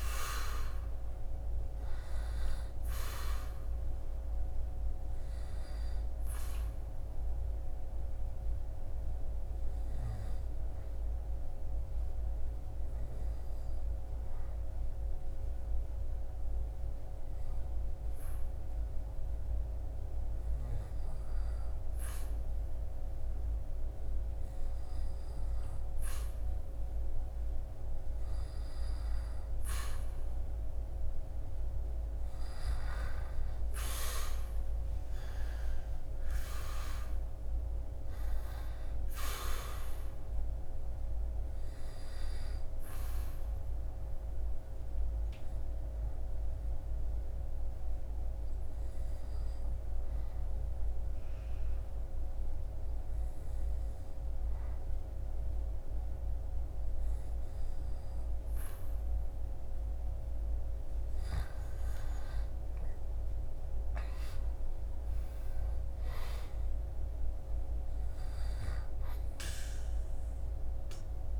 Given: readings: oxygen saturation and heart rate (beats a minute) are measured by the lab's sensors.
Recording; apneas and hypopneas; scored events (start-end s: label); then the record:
breathing in sleep, hard to hear, by a room microphone; 2
4.50-26.50 s: obstructive apnea (oxygen 98% before, 95% lowest, heart rate 67 before, 57 extreme, up 2 after)
29.00-33.00 s: arousal
41.50-58.50 s: obstructive apnea (oxygen 98% before, 96% lowest, heart rate 67 before, 59 extreme, up 15 after)
61.00-64.50 s: arousal
From the record:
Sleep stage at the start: N2 (light sleep); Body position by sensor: on the back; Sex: male